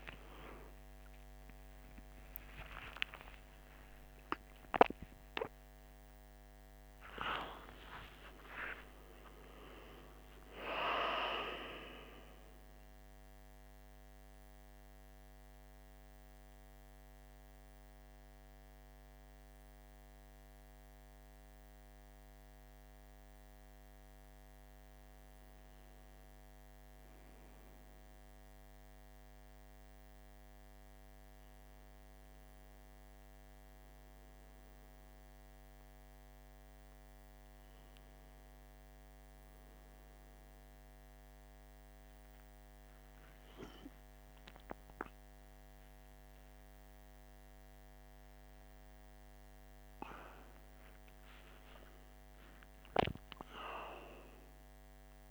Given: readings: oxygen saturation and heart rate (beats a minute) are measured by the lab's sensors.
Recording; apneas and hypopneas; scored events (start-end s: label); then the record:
a person awake in a sleep study, by a microphone on the trachea; none
none scored
From the record:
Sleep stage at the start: awake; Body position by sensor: on the back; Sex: male